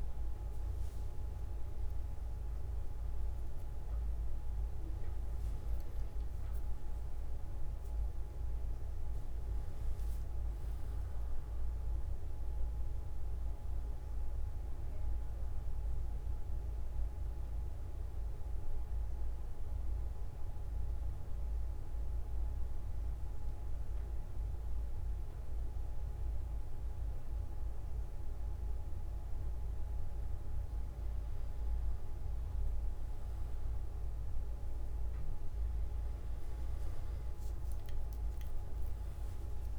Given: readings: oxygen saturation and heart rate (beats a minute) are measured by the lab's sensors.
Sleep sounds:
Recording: breathing in sleep, hard to hear, by a room microphone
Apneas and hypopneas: 1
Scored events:
9.50-25.50 s: oxygen desaturation (device-marked, oxygen 99% before, 95% lowest)
20.50-31.00 s: obstructive apnea (oxygen 99% before, 94% lowest)
From the record:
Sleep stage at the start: N2 (light sleep)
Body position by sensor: on the back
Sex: male

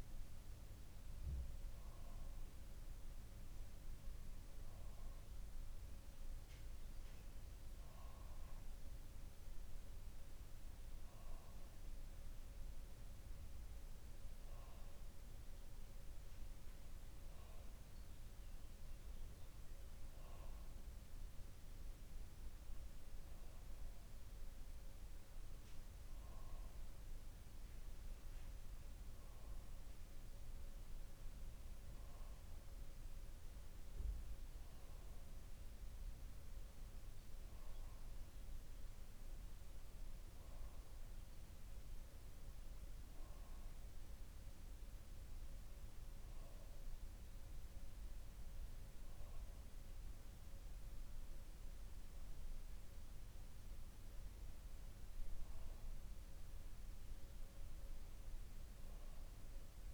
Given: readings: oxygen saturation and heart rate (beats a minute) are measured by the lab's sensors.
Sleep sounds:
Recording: breathing in sleep, hard to hear, by a room microphone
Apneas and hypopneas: none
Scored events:
6.00-59.93 s: new sleep stage, REM sleep
From the record:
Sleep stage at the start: N2 (light sleep)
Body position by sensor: on the back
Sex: male

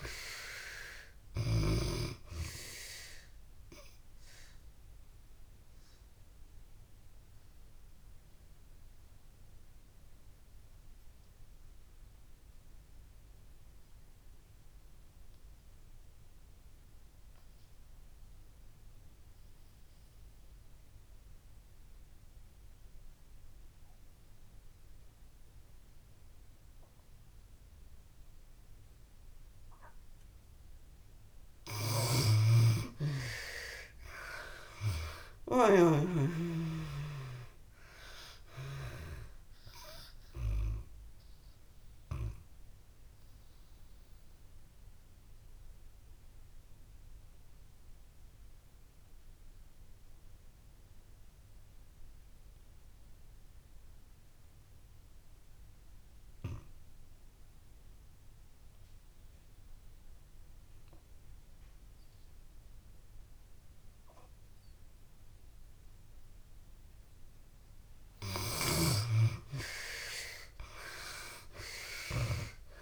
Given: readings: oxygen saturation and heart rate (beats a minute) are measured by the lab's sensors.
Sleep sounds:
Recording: breathing in sleep by a room microphone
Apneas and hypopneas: 2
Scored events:
0.00-24.50 s: oxygen desaturation (device-marked, oxygen 69% lowest)
4.50-30.50 s: obstructive apnea (oxygen 95% before, 69% lowest)
26.50-63.50 s: oxygen desaturation (device-marked, oxygen 95% before, 70% lowest)
32.00-36.00 s: snoring (device-marked)
32.50-36.00 s: arousal
41.50-67.00 s: obstructive apnea (oxygen 95% before, 69% lowest)
65.50-72.82 s: oxygen desaturation (device-marked, oxygen 96% before, 69% lowest)
69.00-72.50 s: arousal
From the record:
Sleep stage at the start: N2 (light sleep)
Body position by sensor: on the back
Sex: female

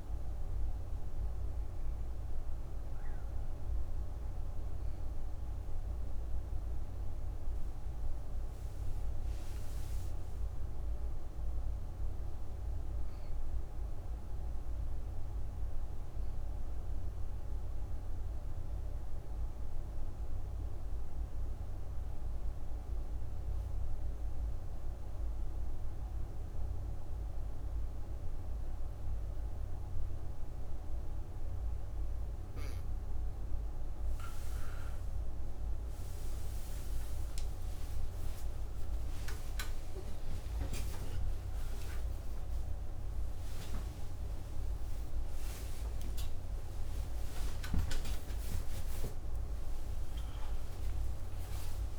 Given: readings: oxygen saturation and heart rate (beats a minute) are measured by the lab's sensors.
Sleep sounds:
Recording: a person partly awake in a sleep study, hard to hear, by a room microphone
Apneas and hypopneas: 1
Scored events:
0.00-16.50 s: oxygen desaturation (device-marked, oxygen 89% lowest, heart rate 61 extreme)
9.00-12.50 s: arousal
14.00-32.50 s: obstructive apnea (oxygen 96% before, 86% lowest, heart rate 67 before, 38 extreme)
27.50-51.99 s: new sleep stage, awake
32.50-51.99 s: oxygen desaturation (device-marked, oxygen 98% before, 86% lowest)
From the record:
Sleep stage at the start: N2 (light sleep)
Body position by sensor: on the back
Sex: female

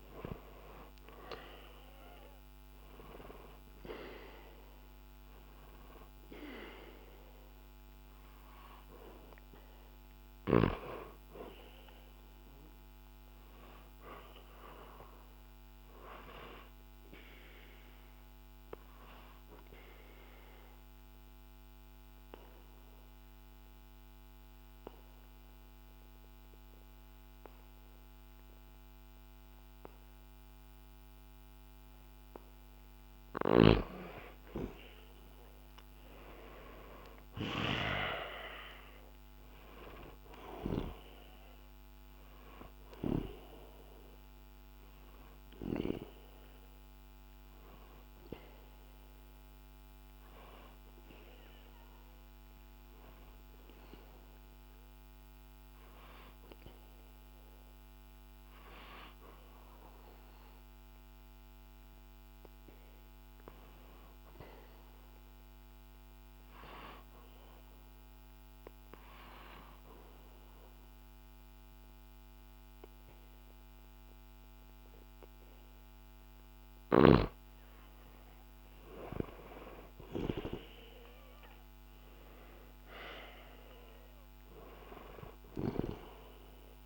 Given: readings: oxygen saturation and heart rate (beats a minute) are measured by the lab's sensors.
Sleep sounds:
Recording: breathing in sleep by a microphone on the trachea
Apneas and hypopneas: 3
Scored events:
9.50-24.50 s: oxygen desaturation (device-marked, oxygen 98% before, 92% lowest, heart rate 62 before, 62 extreme)
15.50-32.00 s: obstructive apnea (oxygen 98% before, 91% lowest, heart rate 62 before, 62 extreme)
33.50-38.50 s: arousal
42.50-55.50 s: oxygen desaturation (device-marked, oxygen 97% before, 91% lowest, heart rate 64 before, 63 extreme)
46.00-60.00 s: hypopnea (oxygen 97% before, 91% lowest, heart rate 64 before, 63 extreme, up 1 after)
61.50-64.00 s: arousal
66.00-76.50 s: obstructive apnea (oxygen 98% before, 91% lowest, heart rate 66 before, 62 extreme, up 0 after)
76.50-80.50 s: snoring (device-marked)
78.00-82.50 s: arousal
80.50-86.86 s: oxygen desaturation (device-marked, oxygen 97% before, 91% lowest, heart rate 65 before, 60 extreme)
From the record:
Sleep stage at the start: N2 (light sleep)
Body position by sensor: on the back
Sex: male

